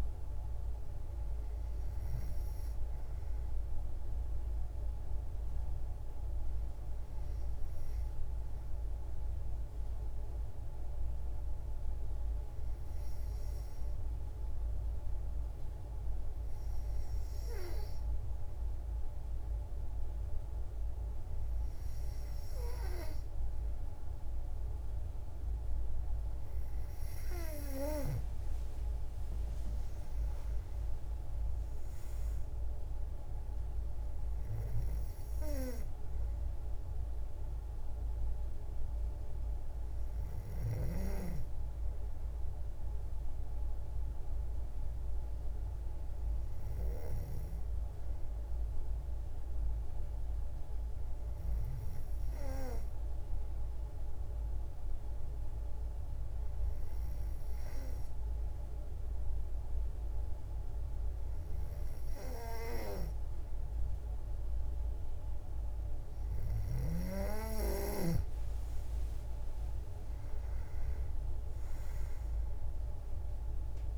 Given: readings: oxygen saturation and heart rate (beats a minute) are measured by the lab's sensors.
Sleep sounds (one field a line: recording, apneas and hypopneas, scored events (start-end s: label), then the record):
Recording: breathing in sleep by a room microphone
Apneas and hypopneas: 2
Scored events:
6.50-25.00 s: hypopnea (oxygen 97% before, 92% lowest, heart rate 57 before, 52 extreme, up 9 after)
28.50-32.50 s: arousal
45.50-66.00 s: hypopnea (oxygen 97% before, 92% lowest, heart rate 59 before, 53 extreme, up 9 after)
67.00-73.98 s: oxygen desaturation (device-marked, oxygen 97% before, 92% lowest, heart rate 54 before, 53 extreme)
68.50-71.50 s: arousal
From the record:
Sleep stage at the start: N2 (light sleep)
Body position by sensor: on the back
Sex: female